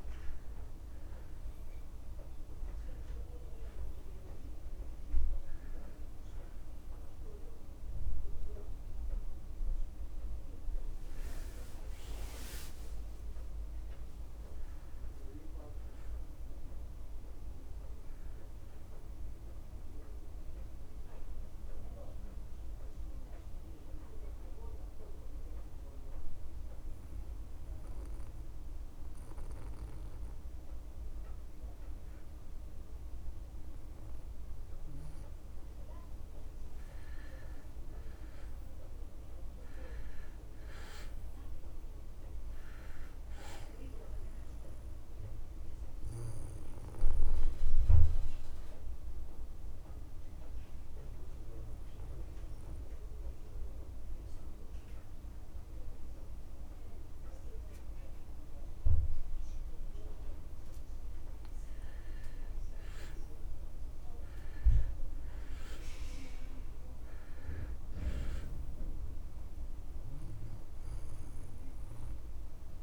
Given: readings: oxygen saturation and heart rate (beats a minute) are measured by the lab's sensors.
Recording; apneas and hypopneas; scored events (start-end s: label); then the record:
breathing in sleep by a room microphone; 2
0.00-11.50 s: oxygen desaturation (device-marked, oxygen 83% lowest)
14.00-17.50 s: arousal
20.00-33.00 s: obstructive apnea (oxygen 99% before, 90% lowest)
36.00-39.00 s: arousal
41.50-61.50 s: oxygen desaturation (device-marked, oxygen 98% before, 91% lowest)
47.00-63.00 s: obstructive apnea (oxygen 99% before, 86% lowest)
65.00-68.00 s: arousal
69.50-72.83 s: oxygen desaturation (device-marked, oxygen 96% before, 90% lowest)
From the record:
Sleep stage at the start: N2 (light sleep); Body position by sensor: on the back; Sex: male